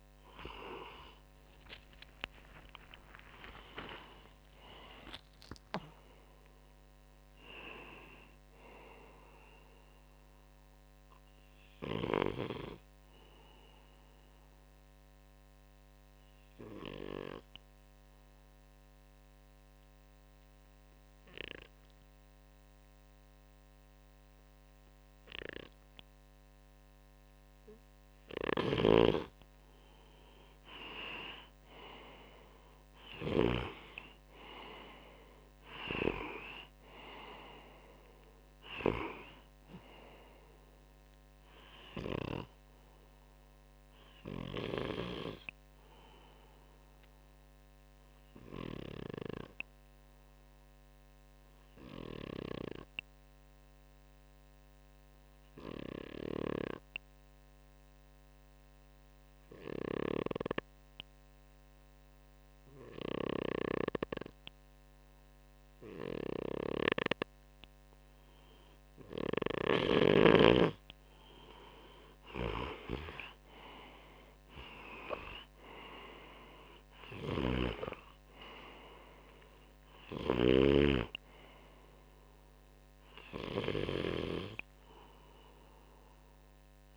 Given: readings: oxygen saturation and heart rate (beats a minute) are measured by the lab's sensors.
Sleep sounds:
breathing in sleep by a microphone on the trachea; 2
0.00-3.50 s: oxygen desaturation (device-marked, oxygen 93% lowest, heart rate 60 extreme)
1.50-5.00 s: arousal
14.00-27.50 s: obstructive apnea (oxygen 98% before, 93% lowest, heart rate 67 before, 60 extreme, up 7 after)
28.00-33.00 s: snoring (device-marked)
30.50-33.50 s: arousal
31.50-49.50 s: oxygen desaturation (device-marked, oxygen 98% before, 94% lowest, heart rate 62 before, 60 extreme)
46.50-69.00 s: obstructive apnea (oxygen 98% before, 93% lowest, heart rate 65 before, 60 extreme, up 7 after)
62.50-66.50 s: snoring (device-marked)
66.50-86.97 s: oxygen desaturation (device-marked, oxygen 97% before, 93% lowest, heart rate 62 before, 63 extreme)
73.00-77.50 s: arousal
76.50-80.00 s: snoring (device-marked)
From the record:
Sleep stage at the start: N2 (light sleep); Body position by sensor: on the front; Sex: male

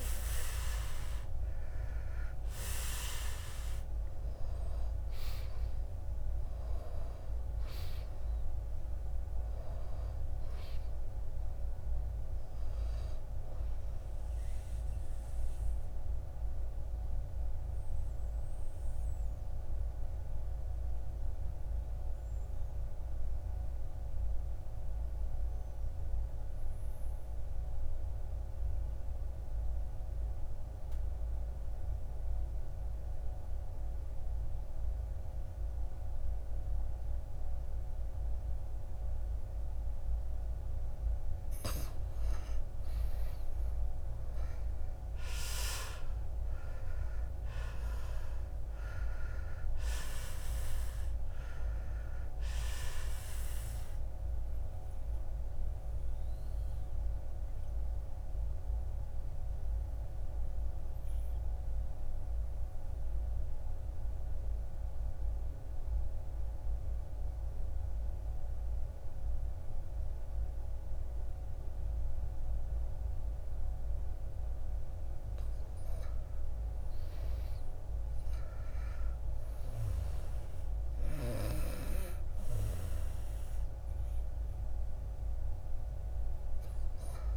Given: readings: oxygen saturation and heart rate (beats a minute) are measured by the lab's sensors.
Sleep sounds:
breathing in sleep by a room microphone; 2
0.00-12.50 s: oxygen desaturation (device-marked, oxygen 82% lowest, heart rate 53 extreme)
15.00-40.00 s: obstructive apnea (oxygen 98% before, 84% lowest, heart rate 68 before, 53 extreme, up 13 after)
33.50-61.50 s: oxygen desaturation (device-marked, oxygen 97% before, 84% lowest, heart rate 56 before, 56 extreme)
41.50-46.00 s: arousal
54.50-74.00 s: obstructive apnea (oxygen 97% before, 84% lowest, heart rate 63 before, 56 extreme, up 9 after)
76.00-80.00 s: arousal
76.50-87.37 s: oxygen desaturation (device-marked, oxygen 97% before, 89% lowest, heart rate 58 before, 56 extreme)
From the record:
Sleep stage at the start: N2 (light sleep); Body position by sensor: on the back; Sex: male

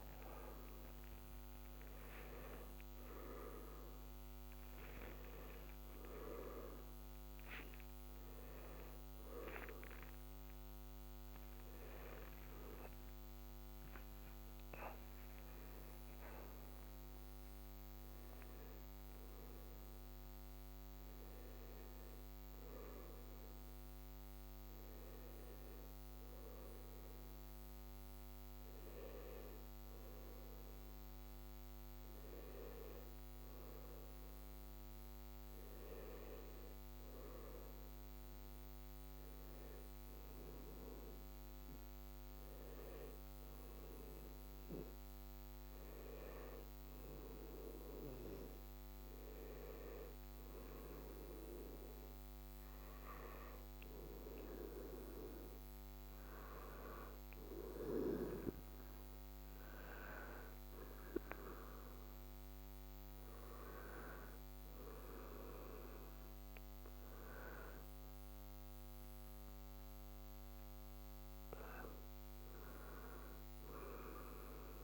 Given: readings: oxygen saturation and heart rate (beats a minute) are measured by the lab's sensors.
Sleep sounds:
breathing in sleep by a microphone on the trachea; none
none scored
From the record:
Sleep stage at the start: N1 (lightest sleep); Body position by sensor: on the back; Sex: male

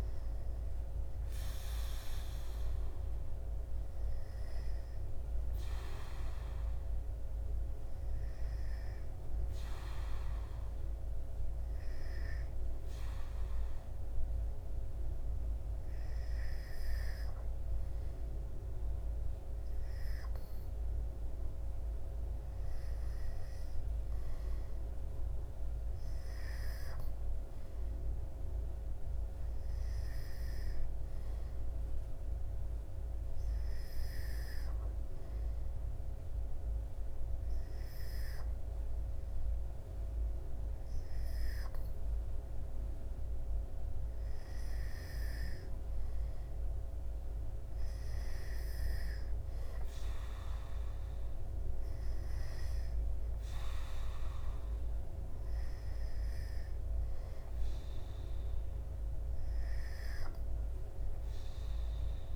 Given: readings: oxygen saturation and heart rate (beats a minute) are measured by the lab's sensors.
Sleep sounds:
breathing in sleep, hard to hear, by a room microphone; none
none scored
From the record:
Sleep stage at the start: N2 (light sleep); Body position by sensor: on the back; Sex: male

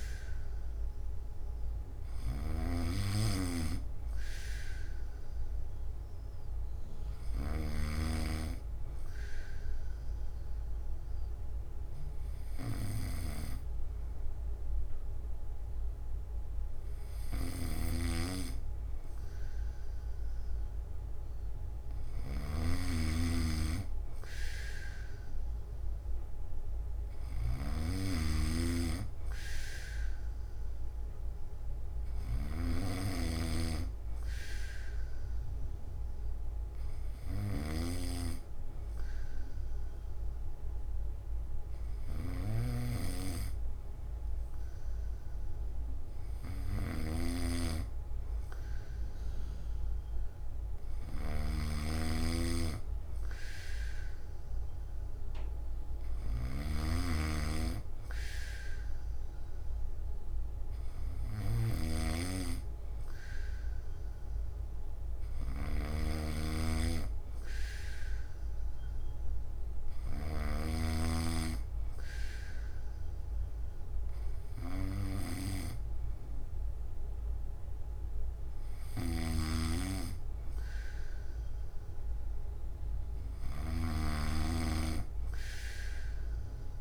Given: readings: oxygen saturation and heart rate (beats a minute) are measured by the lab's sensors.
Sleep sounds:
breathing in sleep by a room microphone; none
0.00-7.50 s: snoring (device-marked)
17.00-70.50 s: snoring (device-marked)
78.50-86.81 s: snoring (device-marked)
From the record:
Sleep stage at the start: N3 (deep sleep); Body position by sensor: on the back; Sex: male

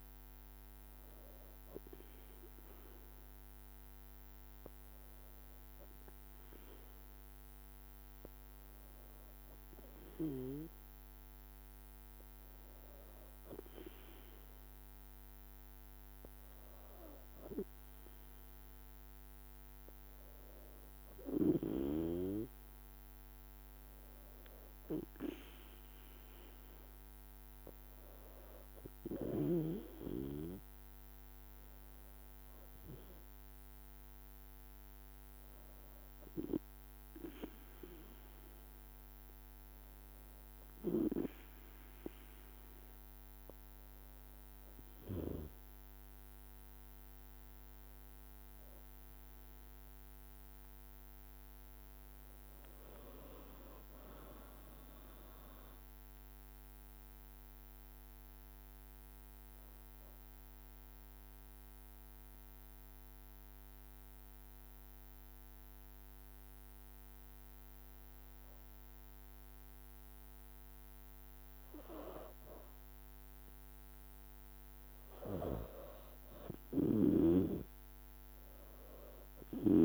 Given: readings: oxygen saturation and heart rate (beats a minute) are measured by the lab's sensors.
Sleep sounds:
breathing in sleep by a microphone on the trachea; 3
4.00-18.00 s: hypopnea (oxygen 95% before, 94% lowest, heart rate 58 before, 57 extreme, up 2 after)
20.50-24.00 s: arousal
34.50-46.50 s: hypopnea (oxygen 95% before, 91% lowest, heart rate 59 before, 55 extreme, up 3 after)
50.50-55.00 s: arousal
54.50-72.50 s: drop in pulse transit time (device-marked, heart rate 58 before, 55 extreme)
56.50-72.50 s: obstructive apnea (oxygen 95% before, 91% lowest, heart rate 58 before, 55 extreme, up 3 after)
73.50-77.50 s: arousal
From the record:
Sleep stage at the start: N2 (light sleep); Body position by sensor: on the back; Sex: female

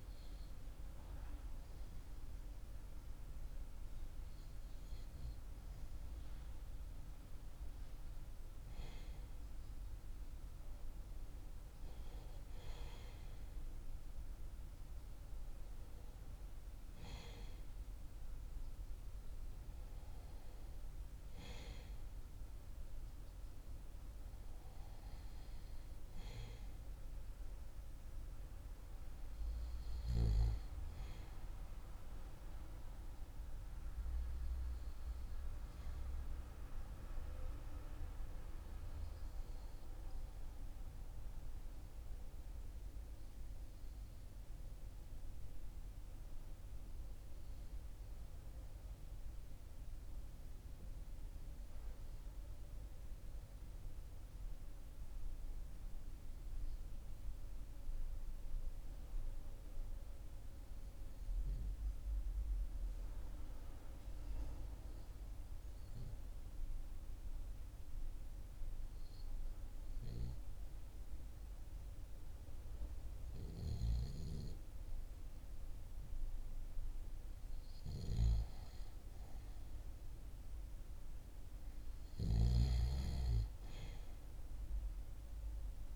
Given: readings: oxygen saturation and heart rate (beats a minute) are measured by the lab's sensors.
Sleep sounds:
breathing in sleep by a room microphone; 1
46.00-50.00 s: arousal
53.00-76.50 s: hypopnea (oxygen 97% before, 93% lowest, heart rate 41 before, 39 extreme, up 2 after)
77.50-82.00 s: arousal
81.50-85.96 s: snoring (device-marked)
From the record:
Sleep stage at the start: REM sleep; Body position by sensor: on the back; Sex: male

